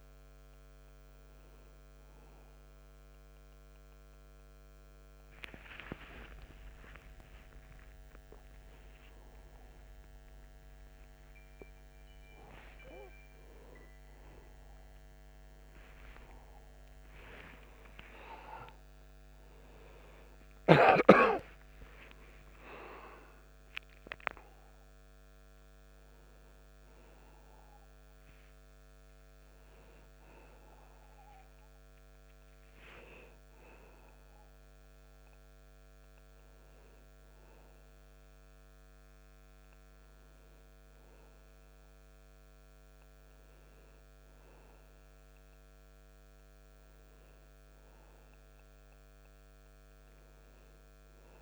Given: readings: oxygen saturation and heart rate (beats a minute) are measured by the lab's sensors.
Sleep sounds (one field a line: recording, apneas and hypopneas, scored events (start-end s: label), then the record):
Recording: a person awake in a sleep study, by a microphone on the trachea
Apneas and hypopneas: none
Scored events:
9.00-39.00 s: new sleep stage, awake
13.00-23.00 s: oxygen desaturation (device-marked, oxygen 95% before, 92% lowest, heart rate 90 before, 72 extreme)
39.00-51.42 s: new sleep stage, N2 (light sleep)
From the record:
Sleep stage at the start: N2 (light sleep)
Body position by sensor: on the back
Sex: male